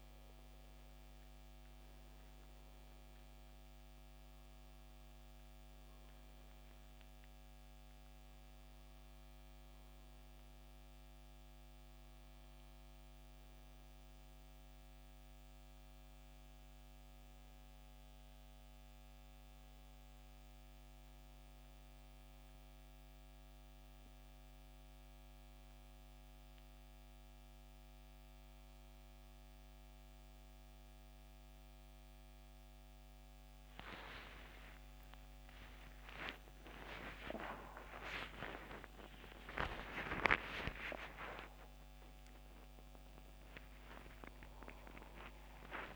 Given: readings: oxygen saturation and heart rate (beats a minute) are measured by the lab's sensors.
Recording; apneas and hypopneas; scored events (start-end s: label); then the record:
a person awake in a sleep study, by a microphone on the trachea; none
0.00-35.00 s: oxygen desaturation (device-marked, oxygen 84% lowest, heart rate 72 extreme)
22.00-45.96 s: new sleep stage, awake
From the record:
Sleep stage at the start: N1 (lightest sleep); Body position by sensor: on the back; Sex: male